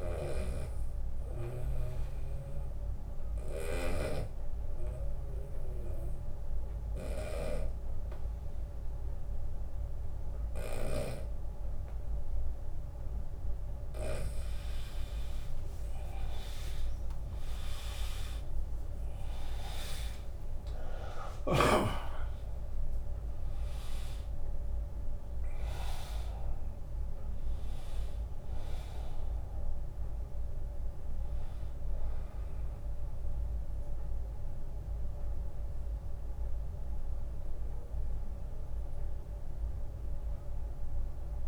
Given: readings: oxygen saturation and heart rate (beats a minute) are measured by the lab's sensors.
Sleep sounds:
breathing in sleep by a room microphone; 1
0.00-14.00 s: snoring (device-marked)
2.00-13.50 s: obstructive apnea (oxygen 100% before, 88% lowest, heart rate 79 before, 73 extreme, up 11 after)
5.00-41.48 s: oxygen desaturation (device-marked, oxygen 99% before, 88% lowest, heart rate 80 before, 73 extreme)
16.00-21.50 s: arousal
18.00-31.00 s: drop in pulse transit time (device-marked, heart rate 79 before, 77 extreme)
From the record:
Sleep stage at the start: N2 (light sleep); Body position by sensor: on the right side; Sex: male

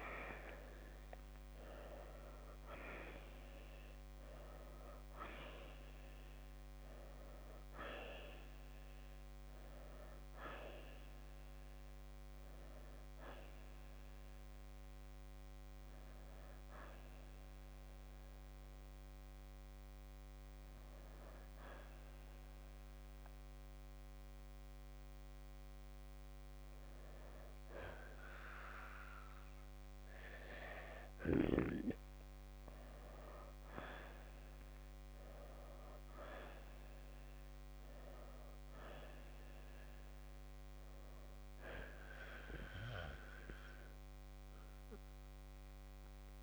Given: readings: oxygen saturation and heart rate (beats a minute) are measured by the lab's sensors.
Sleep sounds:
breathing in sleep by a microphone on the trachea; 1
0.00-2.00 s: arousal
14.50-27.50 s: oxygen desaturation (device-marked, oxygen 92% before, 84% lowest, heart rate 63 before, 56 extreme)
20.50-31.50 s: hypopnea (oxygen 93% before, 84% lowest, heart rate 65 before, 58 extreme, up 14 after)
33.00-37.00 s: arousal
40.50-46.43 s: oxygen desaturation (device-marked, oxygen 95% before, 90% lowest, heart rate 61 before, 58 extreme)
From the record:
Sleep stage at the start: N2 (light sleep); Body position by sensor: on the right side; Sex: male

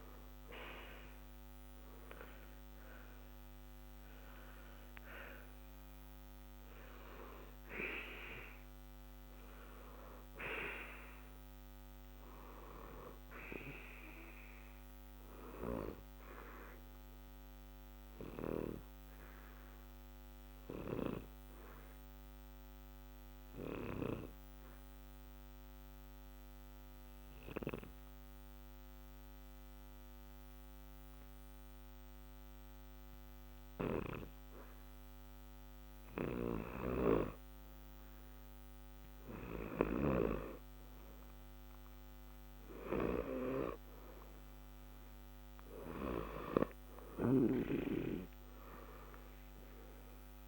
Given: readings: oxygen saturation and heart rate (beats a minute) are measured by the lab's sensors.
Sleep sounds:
breathing in sleep by a microphone on the trachea; 1
3.50-8.50 s: oxygen desaturation (device-marked, oxygen 92% before, 89% lowest, heart rate 60 before, 60 extreme)
15.00-36.00 s: obstructive apnea (oxygen 92% before, 87% lowest, heart rate 60 before, 60 extreme, up 1 after)
36.50-42.50 s: arousal
48.50-50.48 s: oxygen desaturation (device-marked, oxygen 93% before, 87% lowest, heart rate 60 before, 60 extreme)
From the record:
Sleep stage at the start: N2 (light sleep); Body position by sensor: on the back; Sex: male

